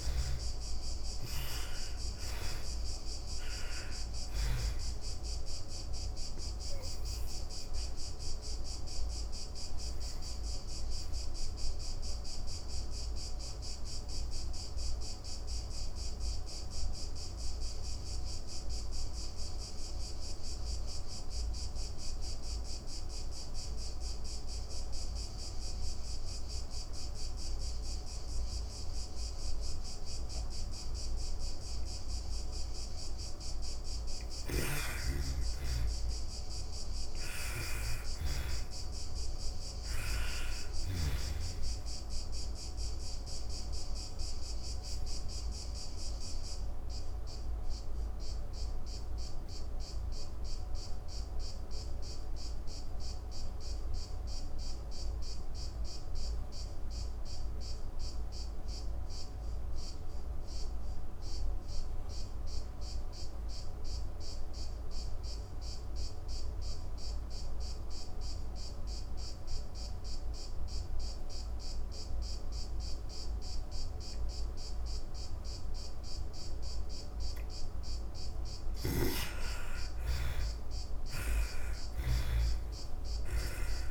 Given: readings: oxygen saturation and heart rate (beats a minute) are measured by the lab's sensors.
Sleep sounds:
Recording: breathing in sleep by a room microphone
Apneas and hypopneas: 2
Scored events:
0.00-1.00 s: arousal
0.00-21.00 s: oxygen desaturation (device-marked, oxygen 78% lowest)
9.50-31.50 s: obstructive apnea (oxygen 99% before, 78% lowest)
33.00-40.00 s: snoring (device-marked)
33.00-58.00 s: oxygen desaturation (device-marked, oxygen 98% before, 85% lowest)
33.50-38.00 s: arousal
44.50-75.00 s: obstructive apnea (oxygen 98% before, 77% lowest)
66.00-83.91 s: oxygen desaturation (device-marked, oxygen 98% before, 77% lowest)
77.00-81.00 s: snoring (device-marked)
77.50-81.00 s: arousal
From the record:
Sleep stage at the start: N2 (light sleep)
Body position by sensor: on the back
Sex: female

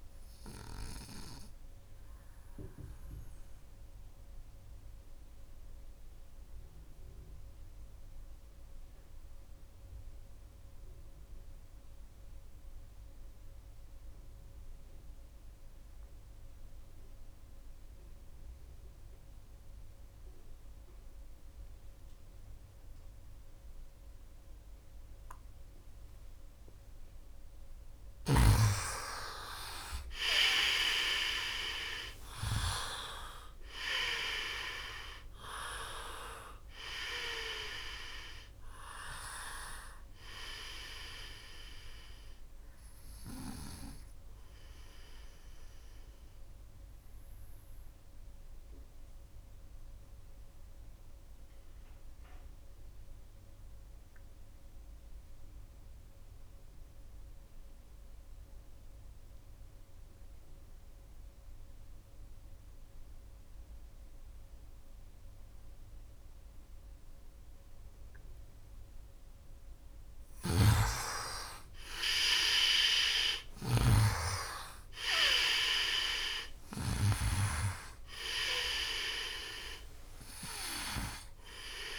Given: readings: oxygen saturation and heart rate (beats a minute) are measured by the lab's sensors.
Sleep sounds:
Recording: breathing in sleep by a room microphone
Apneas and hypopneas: 2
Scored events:
0.00-13.50 s: oxygen desaturation (device-marked, oxygen 87% lowest, heart rate 71 extreme)
1.00-27.00 s: obstructive apnea (oxygen 98% before, 87% lowest, heart rate 77 before, 71 extreme, up 8 after)
26.50-56.50 s: oxygen desaturation (device-marked, oxygen 98% before, 88% lowest, heart rate 76 before, 71 extreme)
29.50-33.00 s: arousal
45.00-69.00 s: obstructive apnea (oxygen 98% before, 86% lowest, heart rate 78 before, 71 extreme, up 6 after)
69.50-76.50 s: snoring (device-marked)
71.50-81.99 s: oxygen desaturation (device-marked, oxygen 98% before, 86% lowest, heart rate 75 before, 67 extreme)
72.50-76.00 s: arousal
From the record:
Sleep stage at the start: N2 (light sleep)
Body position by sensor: on the right side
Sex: male

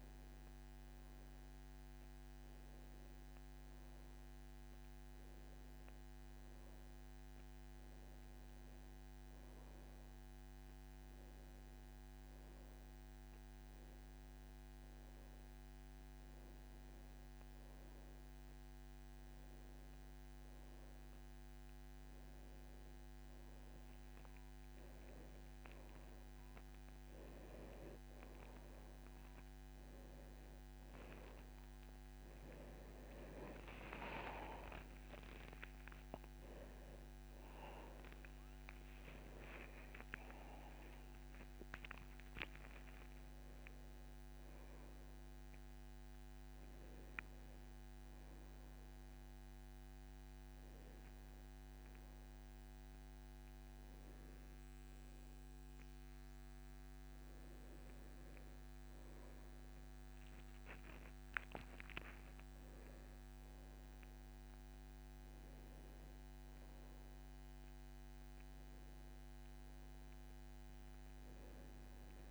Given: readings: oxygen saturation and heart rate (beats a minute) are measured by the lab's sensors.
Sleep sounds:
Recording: a person awake in a sleep study, by a microphone on the trachea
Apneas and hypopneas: none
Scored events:
60.00-72.31 s: new sleep stage, N1 (lightest sleep)
From the record:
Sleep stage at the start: awake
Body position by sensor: on the back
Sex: male

